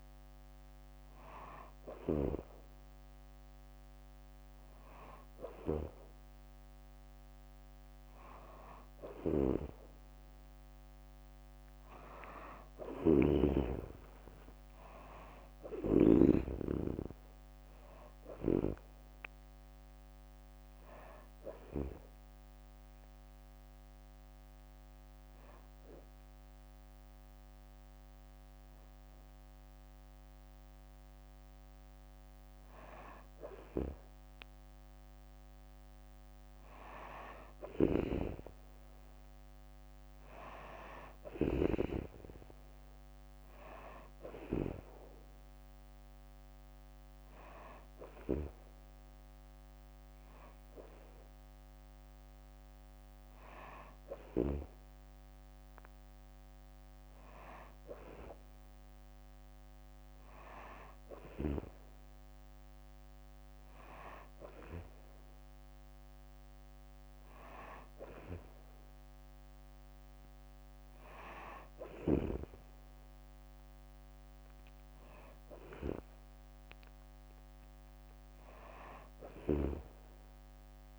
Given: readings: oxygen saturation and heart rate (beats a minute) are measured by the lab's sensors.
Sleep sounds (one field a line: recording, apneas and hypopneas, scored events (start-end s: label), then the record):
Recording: breathing in sleep by a microphone on the trachea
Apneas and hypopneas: 1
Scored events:
0.00-2.00 s: snoring (device-marked)
12.00-26.00 s: drop in pulse transit time (device-marked, heart rate 69 before, 66 extreme)
12.50-16.00 s: snoring (device-marked)
13.50-16.50 s: arousal
22.00-33.50 s: hypopnea (oxygen 95% before, 91% lowest, heart rate 71 before, 63 extreme, up 7 after)
36.00-39.00 s: arousal
37.50-44.50 s: snoring (device-marked)
39.00-57.00 s: oxygen desaturation (device-marked, oxygen 96% before, 91% lowest, heart rate 67 before, 67 extreme)
59.50-63.50 s: arousal
79.00-80.98 s: snoring (device-marked)
From the record:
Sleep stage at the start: N2 (light sleep)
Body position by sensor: on the back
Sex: female